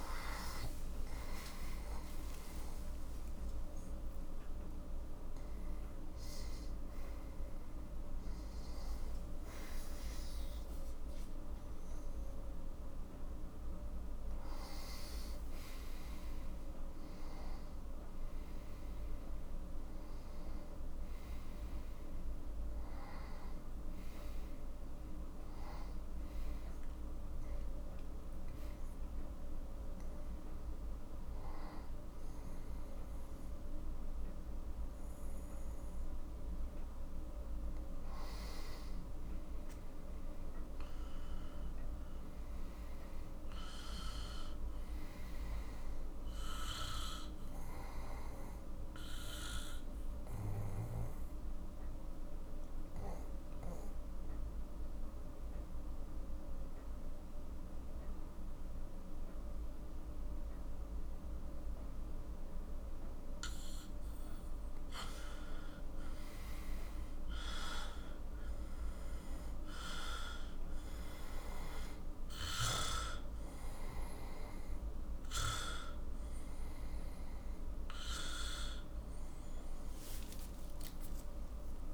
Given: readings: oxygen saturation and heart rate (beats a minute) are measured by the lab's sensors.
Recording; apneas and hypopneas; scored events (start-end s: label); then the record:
a person partly awake in a sleep study, by a room microphone; 2
0.00-3.00 s: oxygen desaturation (device-marked, oxygen 91% lowest, heart rate 49 extreme)
26.00-38.50 s: hypopnea (oxygen 97% before, 92% lowest, heart rate 58 before, 46 extreme, up 12 after)
28.00-81.94 s: new sleep stage, N1 (lightest sleep)
40.00-44.00 s: arousal
46.00-59.00 s: oxygen desaturation (device-marked, oxygen 97% before, 93% lowest, heart rate 54 before, 49 extreme)
49.00-64.00 s: obstructive apnea (oxygen 97% before, 91% lowest, heart rate 54 before, 50 extreme, up 10 after)
65.50-69.50 s: arousal
71.00-81.94 s: oxygen desaturation (device-marked, oxygen 96% before, 92% lowest, heart rate 52 before, 46 extreme)
From the record:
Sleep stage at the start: awake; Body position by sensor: on the back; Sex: male